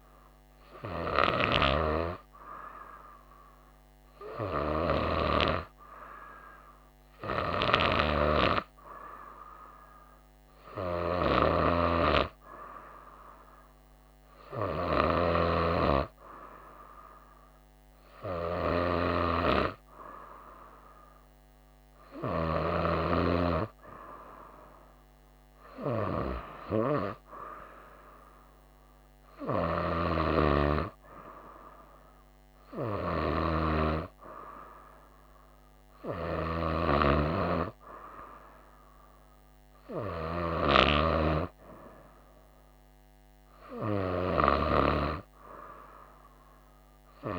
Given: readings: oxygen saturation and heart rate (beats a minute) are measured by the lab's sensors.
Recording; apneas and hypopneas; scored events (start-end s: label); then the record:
breathing in sleep by a microphone on the trachea; none
none scored
From the record:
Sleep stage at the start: N2 (light sleep); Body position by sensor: on the right side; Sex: female